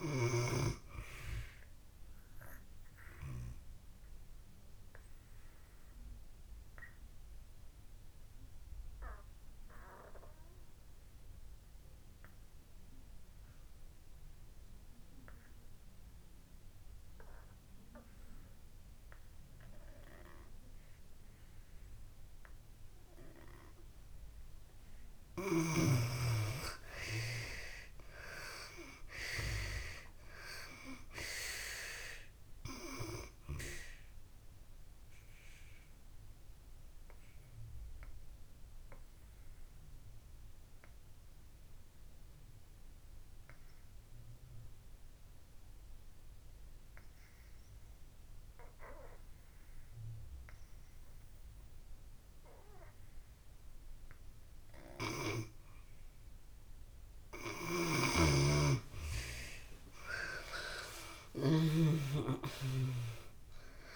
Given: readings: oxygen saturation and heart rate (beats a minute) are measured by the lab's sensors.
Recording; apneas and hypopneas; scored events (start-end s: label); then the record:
breathing in sleep by a room microphone; 2
0.00-22.00 s: oxygen desaturation (device-marked, oxygen 71% lowest)
2.00-24.00 s: obstructive apnea (oxygen 96% before, 71% lowest)
24.00-53.00 s: oxygen desaturation (device-marked, oxygen 96% before, 72% lowest)
26.50-29.00 s: arousal
33.00-56.50 s: obstructive apnea (oxygen 96% before, 72% lowest)
55.00-63.96 s: oxygen desaturation (device-marked, oxygen 96% before, 73% lowest)
58.00-62.00 s: snoring (device-marked)
59.50-62.50 s: arousal
From the record:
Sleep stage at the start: N2 (light sleep); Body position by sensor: on the back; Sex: female